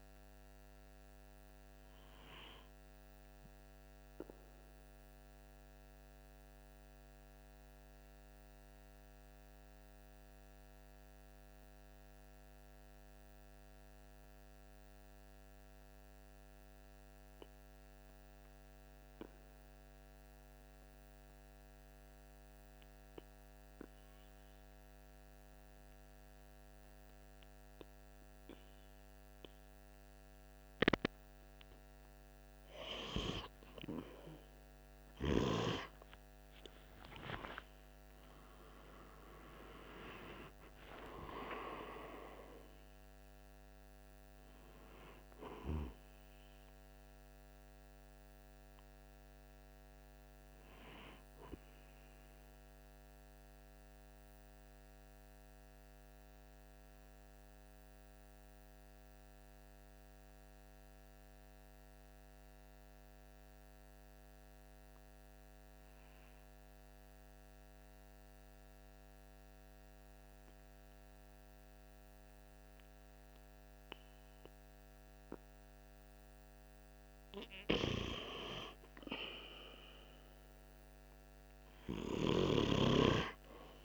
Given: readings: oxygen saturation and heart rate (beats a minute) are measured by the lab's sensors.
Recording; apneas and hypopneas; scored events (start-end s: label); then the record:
breathing in sleep by a microphone on the trachea; 2
0.00-14.50 s: oxygen desaturation (device-marked, oxygen 90% lowest, heart rate 44 extreme)
3.00-31.50 s: mixed apnea (oxygen 97% before, 90% lowest, heart rate 47 before, 41 extreme, up 3 after)
34.50-73.50 s: oxygen desaturation (device-marked, oxygen 98% before, 91% lowest, heart rate 47 before, 41 extreme)
35.50-40.00 s: arousal
53.00-76.00 s: mixed apnea (oxygen 98% before, 91% lowest, heart rate 48 before, 43 extreme, up 2 after)
78.00-82.50 s: arousal
From the record:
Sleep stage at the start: N2 (light sleep); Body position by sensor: on the right side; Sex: male